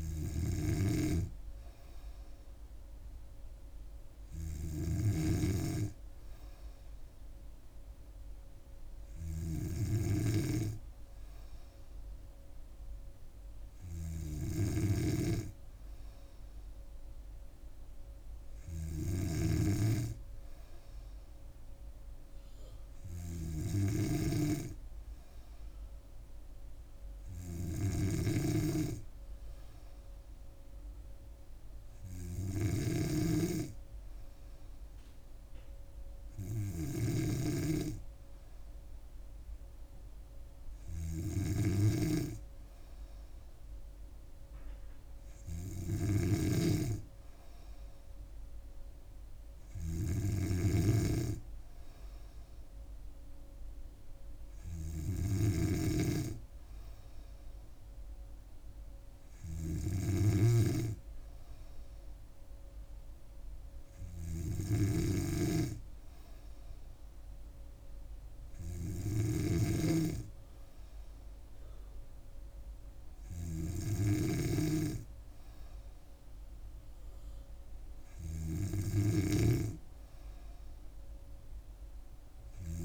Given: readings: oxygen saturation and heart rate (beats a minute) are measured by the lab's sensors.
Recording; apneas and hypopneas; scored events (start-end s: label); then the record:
breathing in sleep by a room microphone; none
0.00-82.85 s: snoring (device-marked)
From the record:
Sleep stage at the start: N2 (light sleep); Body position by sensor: on the back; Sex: female